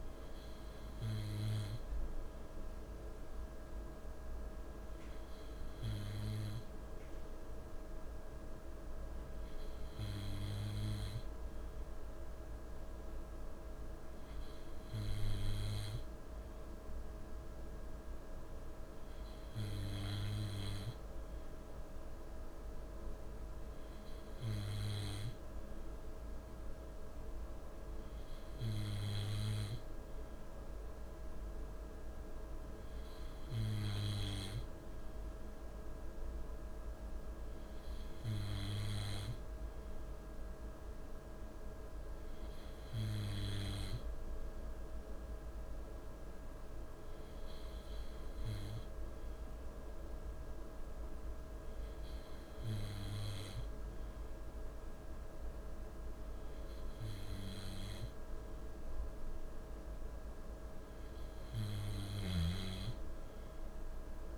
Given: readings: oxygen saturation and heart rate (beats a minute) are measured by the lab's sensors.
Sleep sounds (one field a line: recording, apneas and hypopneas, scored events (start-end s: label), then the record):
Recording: breathing in sleep by a room microphone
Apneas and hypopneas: none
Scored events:
none scored
From the record:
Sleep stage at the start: N2 (light sleep)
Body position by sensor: on the left side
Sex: male